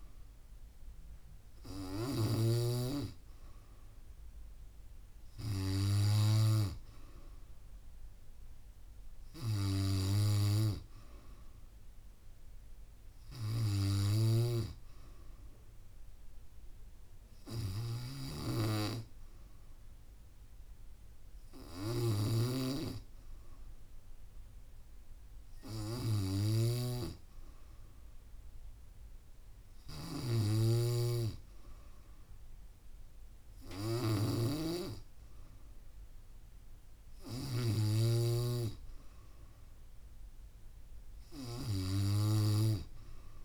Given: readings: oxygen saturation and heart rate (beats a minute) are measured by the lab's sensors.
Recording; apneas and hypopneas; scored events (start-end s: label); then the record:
breathing in sleep by a room microphone; none
0.00-2.50 s: snoring (device-marked)
14.00-38.00 s: snoring (device-marked)
40.00-43.44 s: bradycardia (device-marked, heart rate 70 before, 58 extreme)
From the record:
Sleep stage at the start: N3 (deep sleep); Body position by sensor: on the back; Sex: female